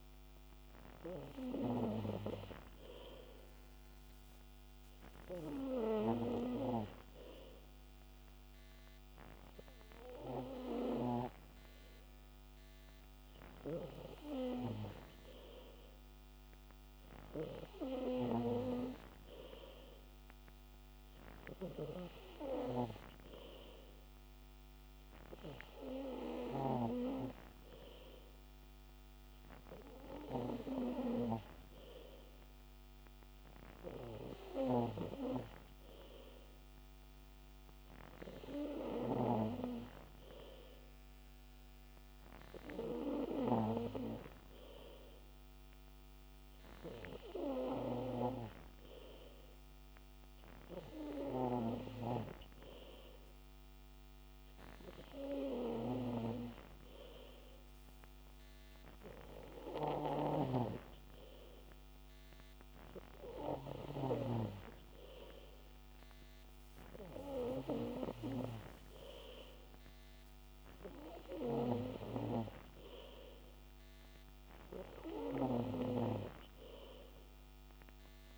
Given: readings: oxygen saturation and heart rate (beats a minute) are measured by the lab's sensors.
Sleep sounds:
breathing in sleep by a microphone on the trachea; none
none scored
From the record:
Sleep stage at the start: N3 (deep sleep); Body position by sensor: on the back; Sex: male

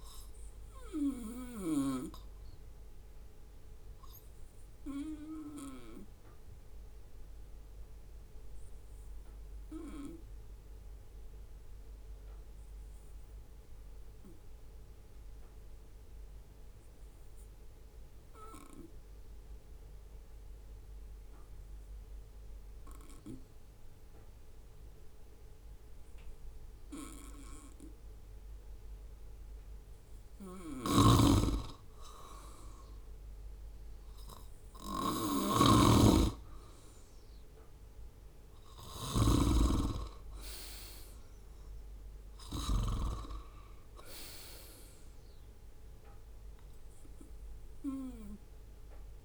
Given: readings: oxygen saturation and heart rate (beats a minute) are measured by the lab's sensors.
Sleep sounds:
breathing in sleep by a room microphone; 1
7.00-29.50 s: obstructive apnea (oxygen 98% before, 92% lowest, heart rate 66 before, 63 extreme, up 6 after)
8.50-24.50 s: oxygen desaturation (device-marked, oxygen 97% before, 94% lowest, heart rate 66 before, 63 extreme)
30.00-42.50 s: snoring (device-marked)
31.50-35.50 s: arousal
From the record:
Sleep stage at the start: N2 (light sleep); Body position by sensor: on the right side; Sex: male

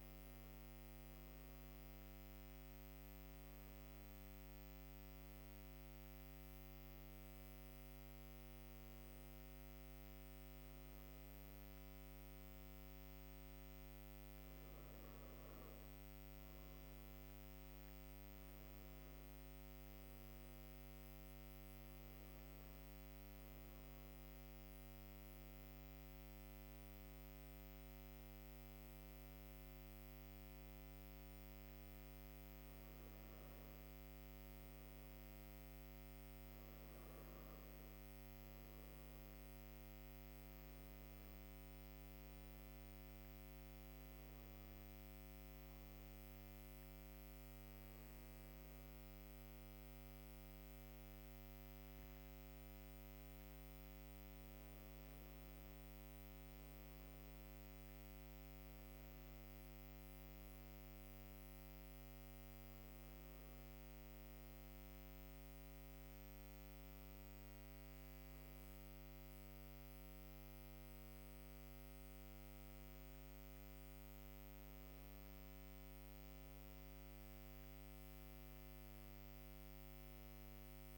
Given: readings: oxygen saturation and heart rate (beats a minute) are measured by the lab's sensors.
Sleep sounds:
breathing in sleep, hard to hear, by a microphone on the trachea; none
none scored
From the record:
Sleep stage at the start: N2 (light sleep); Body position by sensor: on the right side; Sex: female

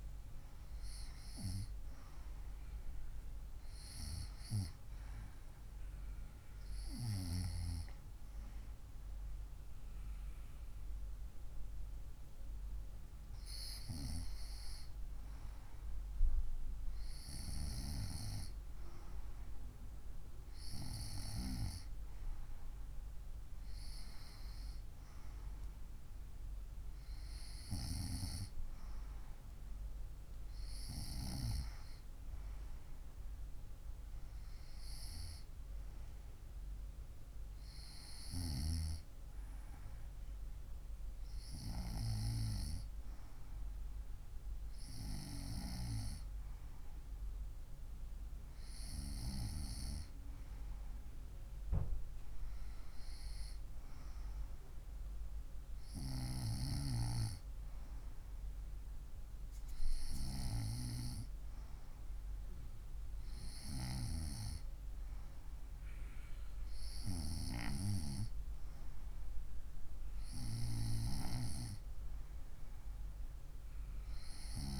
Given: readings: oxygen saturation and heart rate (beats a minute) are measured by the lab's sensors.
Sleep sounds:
breathing in sleep by a room microphone; none
none scored
From the record:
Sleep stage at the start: N2 (light sleep); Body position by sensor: on the right side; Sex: female

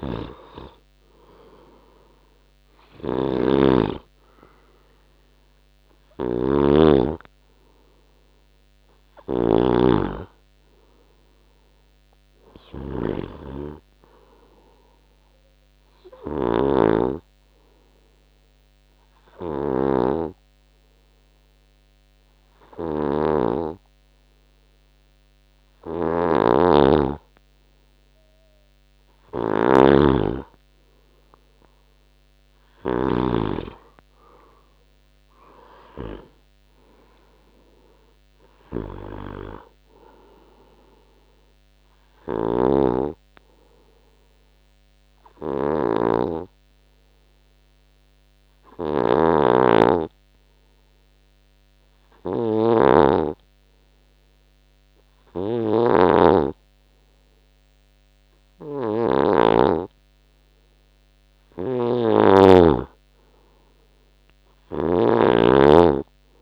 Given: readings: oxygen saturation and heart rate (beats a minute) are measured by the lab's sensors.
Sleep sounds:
breathing in sleep by a microphone on the trachea; 2
0.00-20.00 s: oxygen desaturation (device-marked, oxygen 90% lowest, heart rate 68 extreme)
0.00-33.50 s: snoring (device-marked)
16.00-27.50 s: obstructive apnea (oxygen 97% before, 92% lowest, heart rate 74 before, 67 extreme, up 7 after)
30.00-34.50 s: arousal
42.50-65.50 s: snoring (device-marked)
44.50-60.50 s: obstructive apnea (oxygen 98% before, 93% lowest, heart rate 74 before, 69 extreme, up 3 after)
63.00-66.42 s: arousal
From the record:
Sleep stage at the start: N2 (light sleep); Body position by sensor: on the right side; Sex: male

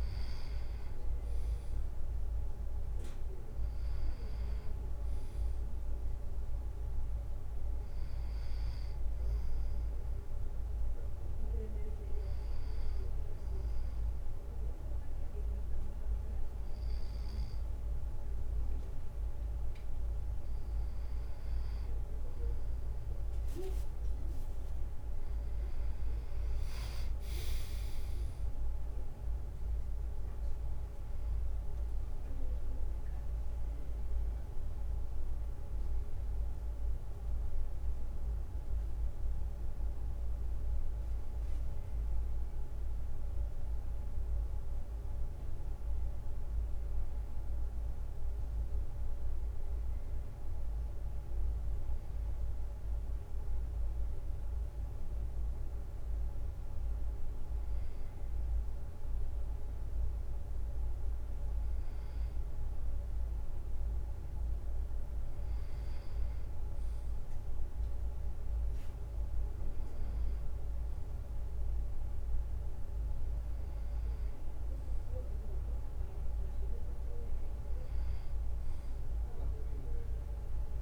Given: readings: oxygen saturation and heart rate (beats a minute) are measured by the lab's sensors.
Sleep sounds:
breathing in sleep, hard to hear, by a room microphone; 1
0.00-2.50 s: arousal
11.00-22.00 s: obstructive apnea (oxygen 97% before, 96% lowest, heart rate 58 before, 55 extreme, up 1 after)
27.50-42.50 s: drop in pulse transit time (device-marked, heart rate 58 before, 55 extreme)
30.00-35.00 s: arousal
From the record:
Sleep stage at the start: N2 (light sleep); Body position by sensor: on the back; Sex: male

